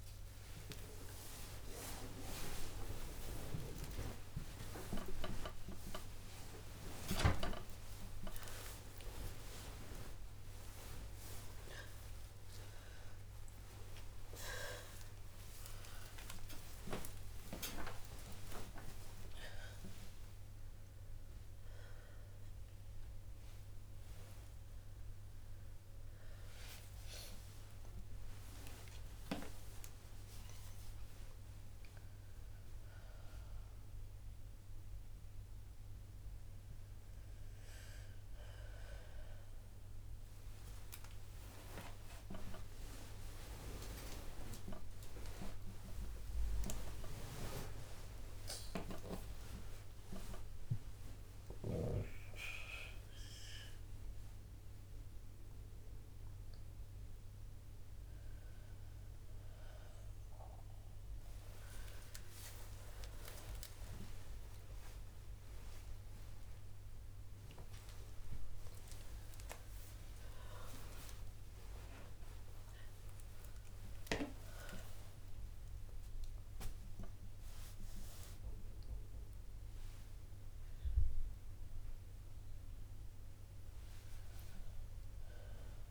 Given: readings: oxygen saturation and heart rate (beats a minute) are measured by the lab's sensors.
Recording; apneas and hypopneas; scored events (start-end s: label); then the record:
a person awake in a sleep study, by a room microphone; none
15.00-75.00 s: new sleep stage, awake
24.00-36.00 s: oxygen desaturation (device-marked, oxygen 94% before, 91% lowest, heart rate 109 before, 63 extreme)
63.00-79.00 s: oxygen desaturation (device-marked, oxygen 96% before, 90% lowest, heart rate 76 before, 60 extreme)
75.00-85.91 s: new sleep stage, N1 (lightest sleep)
From the record:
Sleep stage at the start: N2 (light sleep); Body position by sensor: on the back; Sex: female